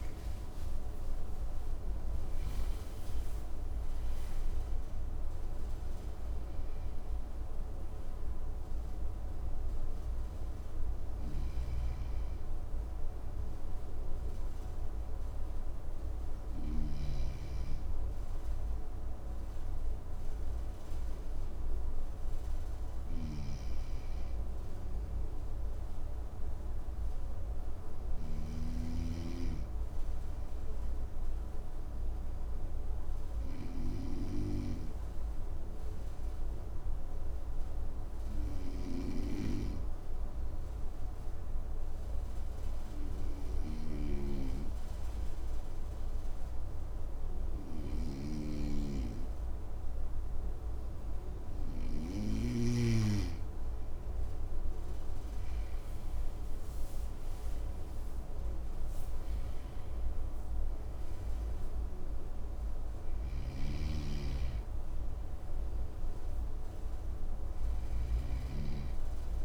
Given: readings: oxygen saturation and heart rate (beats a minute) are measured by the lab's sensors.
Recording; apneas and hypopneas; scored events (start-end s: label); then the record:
breathing in sleep by a room microphone; 1
21.50-25.50 s: arousal
27.50-38.00 s: snoring (device-marked)
30.50-51.50 s: obstructive apnea (oxygen 100% before, 94% lowest, heart rate 57 before, 53 extreme, up 7 after)
47.50-51.50 s: snoring (device-marked)
48.50-68.50 s: oxygen desaturation (device-marked, oxygen 98% before, 94% lowest, heart rate 55 before, 54 extreme)
54.00-57.50 s: arousal
62.50-69.44 s: snoring (device-marked)
From the record:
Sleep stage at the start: N2 (light sleep); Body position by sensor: on the front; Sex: male